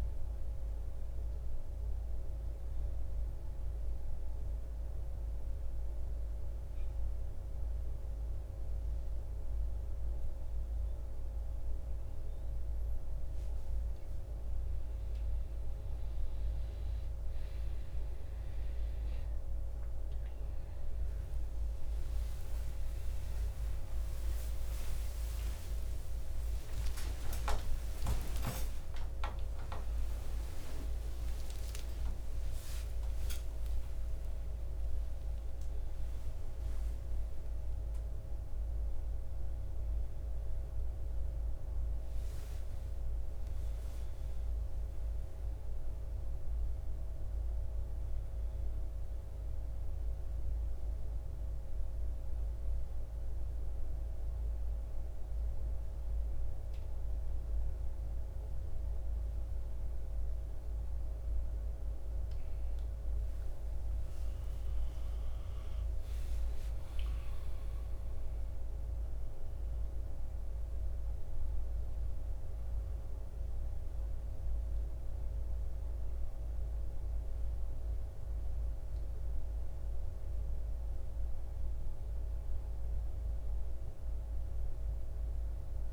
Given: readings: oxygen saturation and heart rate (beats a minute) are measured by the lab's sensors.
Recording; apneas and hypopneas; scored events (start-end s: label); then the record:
breathing in sleep, hard to hear, by a room microphone; 2
4.00-15.00 s: mixed apnea (oxygen 96% before, 92% lowest, heart rate 62 before, 54 extreme, up 9 after)
19.50-29.50 s: oxygen desaturation (device-marked, oxygen 96% before, 93% lowest, heart rate 58 before, 54 extreme)
27.00-34.00 s: arousal
54.00-64.00 s: obstructive apnea (oxygen 98% before, 89% lowest, heart rate 88 before, 59 extreme, up 16 after)
65.50-69.50 s: arousal
70.50-85.93 s: oxygen desaturation (device-marked, oxygen 96% before, 89% lowest, heart rate 65 before, 59 extreme)
From the record:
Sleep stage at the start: N1 (lightest sleep); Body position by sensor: on the back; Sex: male